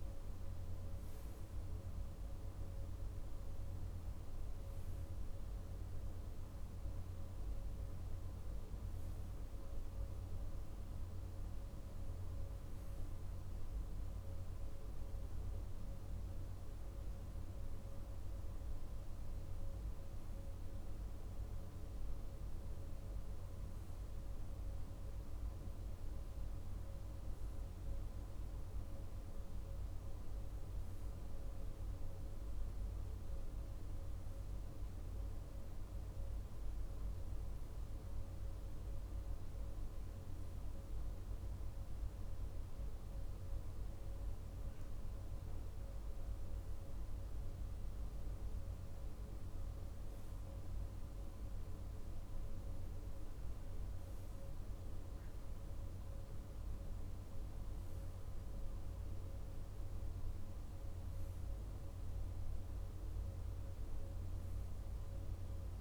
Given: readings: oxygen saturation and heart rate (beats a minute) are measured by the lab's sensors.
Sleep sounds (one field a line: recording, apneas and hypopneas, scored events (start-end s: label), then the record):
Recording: breathing in sleep, hard to hear, by a room microphone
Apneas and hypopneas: none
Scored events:
none scored
From the record:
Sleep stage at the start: REM sleep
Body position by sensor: on the right side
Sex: male